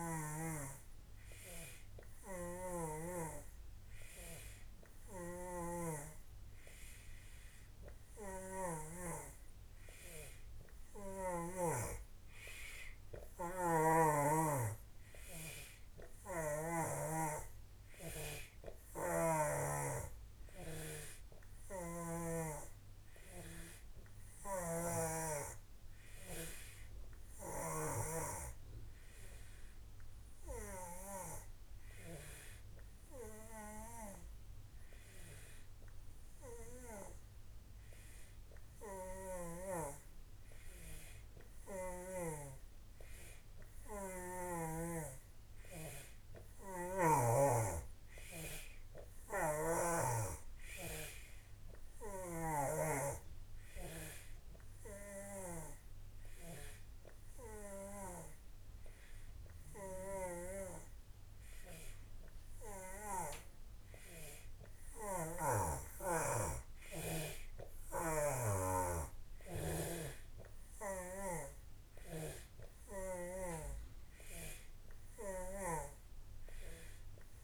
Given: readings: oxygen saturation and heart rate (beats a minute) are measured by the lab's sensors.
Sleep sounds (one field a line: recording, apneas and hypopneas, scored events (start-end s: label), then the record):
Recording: breathing in sleep by a room microphone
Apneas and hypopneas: none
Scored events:
0.00-3.00 s: snoring (device-marked)
5.00-9.00 s: snoring (device-marked)
16.00-19.50 s: snoring (device-marked)
21.50-28.00 s: snoring (device-marked)
46.50-50.00 s: snoring (device-marked)
52.00-63.50 s: snoring (device-marked)
68.00-77.44 s: snoring (device-marked)
From the record:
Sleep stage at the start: N3 (deep sleep)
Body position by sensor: on the back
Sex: male